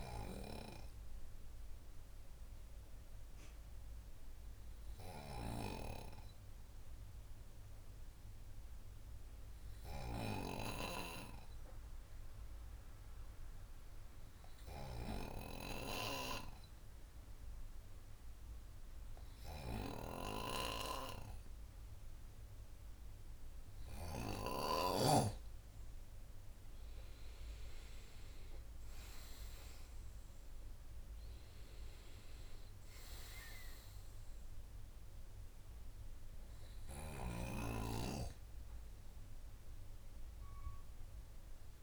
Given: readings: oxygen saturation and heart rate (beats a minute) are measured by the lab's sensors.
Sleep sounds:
breathing in sleep by a room microphone; 1
6.00-22.00 s: hypopnea (oxygen 98% before, 94% lowest, heart rate 82 before, 77 extreme, up 37 after)
25.00-28.50 s: arousal
From the record:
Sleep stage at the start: N2 (light sleep); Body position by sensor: on the right side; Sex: male

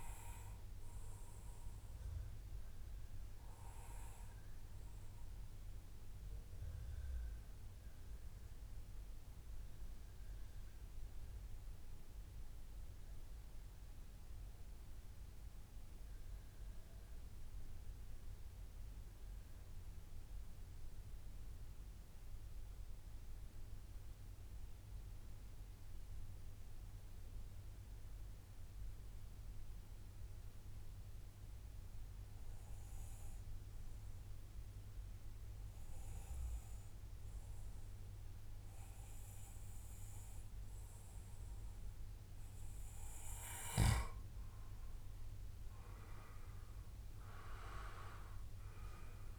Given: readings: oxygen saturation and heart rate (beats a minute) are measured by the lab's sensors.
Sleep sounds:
breathing in sleep by a room microphone; 1
0.50-6.50 s: oxygen desaturation (device-marked, oxygen 93% before, 90% lowest, heart rate 138 before, 102 extreme)
1.00-42.00 s: mixed apnea (oxygen 96% before, 90% lowest, heart rate 138 before, 88 extreme, up 24 after)
12.50-14.50 s: long interval between heartbeats (device-marked, heart rate 135 before, 102 extreme)
16.50-18.50 s: long interval between heartbeats (device-marked, heart rate 128 before, 102 extreme)
37.00-39.00 s: long interval between heartbeats (device-marked, heart rate 108 before, 99 extreme)
39.50-49.39 s: oxygen desaturation (device-marked, oxygen 98% before, 91% lowest, heart rate 107 before, 77 extreme)
44.50-49.00 s: arousal
From the record:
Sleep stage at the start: N2 (light sleep); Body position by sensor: on the back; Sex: male

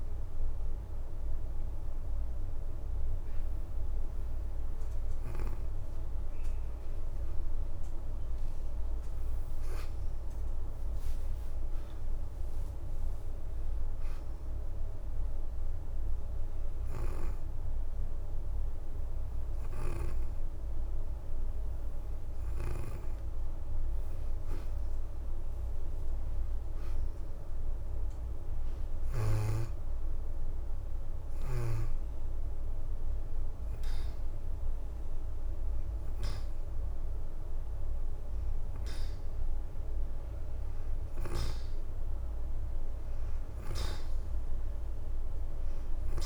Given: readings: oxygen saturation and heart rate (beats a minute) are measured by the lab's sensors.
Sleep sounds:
breathing in sleep, hard to hear, by a room microphone; 1
0.00-16.50 s: oxygen desaturation (device-marked, oxygen 85% lowest, heart rate 77 extreme)
12.00-14.00 s: leg movement (device-marked)
13.00-24.00 s: hypopnea (oxygen 89% before, 87% lowest, heart rate 84 before, 77 extreme, up 8 after)
18.50-26.50 s: oxygen desaturation (device-marked, oxygen 95% before, 90% lowest, heart rate 82 before, 79 extreme)
24.50-26.00 s: leg movement (device-marked)
26.50-31.00 s: arousal
32.50-41.50 s: oxygen desaturation (device-marked, oxygen 94% before, 88% lowest, heart rate 82 before, 81 extreme)
From the record:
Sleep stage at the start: N2 (light sleep); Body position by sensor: on the back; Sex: female

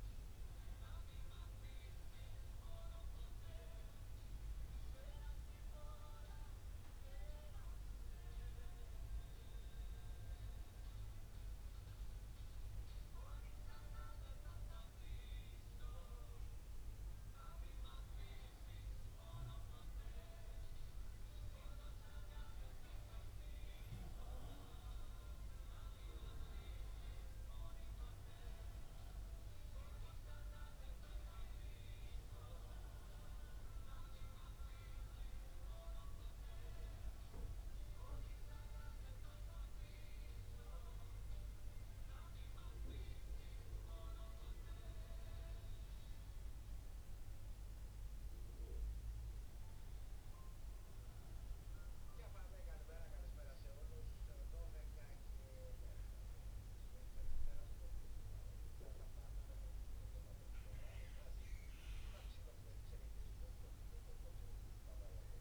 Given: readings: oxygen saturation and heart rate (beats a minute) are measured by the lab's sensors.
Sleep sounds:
breathing in sleep, hard to hear, by a room microphone; 1
38.00-49.00 s: obstructive apnea (oxygen 97% before, 95% lowest, heart rate 66 before, 64 extreme, up 0 after)
52.50-56.50 s: arousal
From the record:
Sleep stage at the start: N2 (light sleep); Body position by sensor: on the back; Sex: male

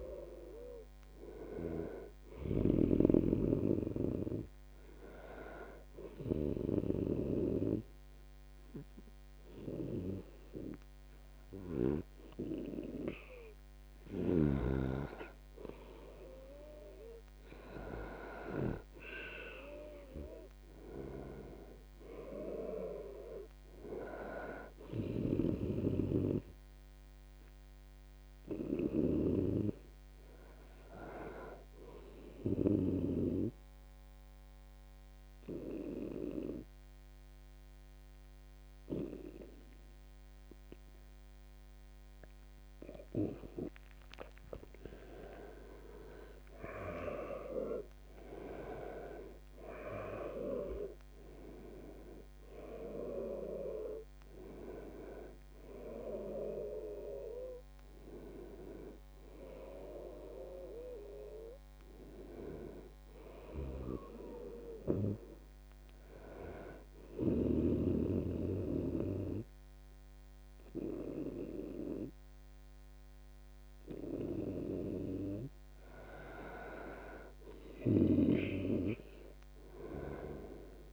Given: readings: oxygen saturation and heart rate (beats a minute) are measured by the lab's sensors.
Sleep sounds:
breathing in sleep by a microphone on the trachea; 3
5.00-15.00 s: obstructive apnea (oxygen 96% before, 89% lowest, heart rate 82 before, 75 extreme, up 7 after)
17.50-22.50 s: arousal
23.50-37.50 s: oxygen desaturation (device-marked, oxygen 97% before, 93% lowest, heart rate 80 before, 75 extreme)
32.50-45.00 s: obstructive apnea (oxygen 97% before, 89% lowest, heart rate 83 before, 75 extreme, up 6 after)
44.50-69.50 s: oxygen desaturation (device-marked, oxygen 97% before, 89% lowest, heart rate 84 before, 77 extreme)
46.00-51.00 s: arousal
66.50-76.50 s: obstructive apnea (oxygen 97% before, 88% lowest, heart rate 82 before, 77 extreme, up 15 after)
77.50-80.93 s: arousal
From the record:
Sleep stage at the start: N2 (light sleep); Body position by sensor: on the back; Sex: male

